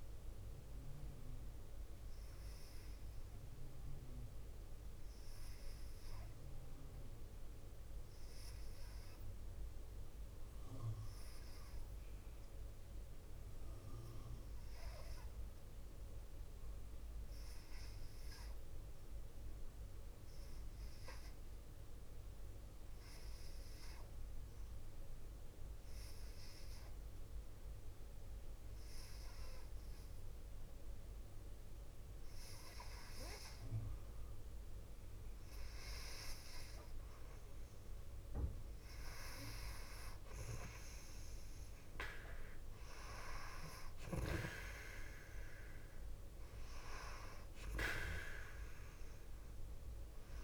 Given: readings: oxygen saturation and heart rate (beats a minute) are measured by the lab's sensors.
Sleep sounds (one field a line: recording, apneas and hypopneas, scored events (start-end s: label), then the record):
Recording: breathing in sleep by a room microphone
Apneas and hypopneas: 1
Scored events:
0.50-31.50 s: hypopnea (oxygen 98% before, 88% lowest, heart rate 54 before, 55 extreme, up 5 after)
11.00-50.44 s: oxygen desaturation (device-marked, oxygen 98% before, 88% lowest, heart rate 55 before, 54 extreme)
41.00-47.50 s: arousal
From the record:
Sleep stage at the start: N2 (light sleep)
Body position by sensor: on the left side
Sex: female